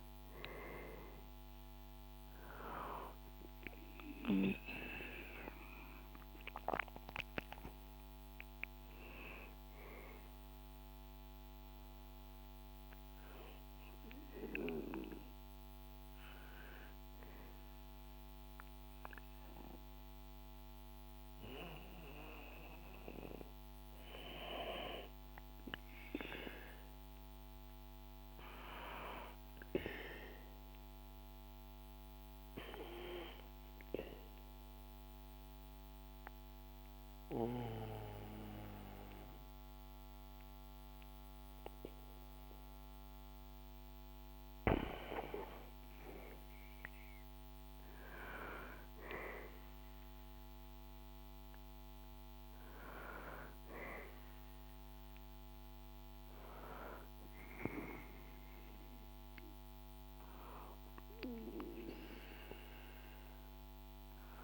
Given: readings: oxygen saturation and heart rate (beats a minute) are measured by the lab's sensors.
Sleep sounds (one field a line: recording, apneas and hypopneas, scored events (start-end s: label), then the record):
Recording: breathing in sleep by a microphone on the trachea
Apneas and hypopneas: 1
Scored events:
0.00-1.00 s: arousal
31.00-42.50 s: obstructive apnea (oxygen 97% before, 93% lowest, heart rate 70 before, 62 extreme, up 8 after)
44.00-48.00 s: arousal
From the record:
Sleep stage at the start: N2 (light sleep)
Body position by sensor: on the back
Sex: male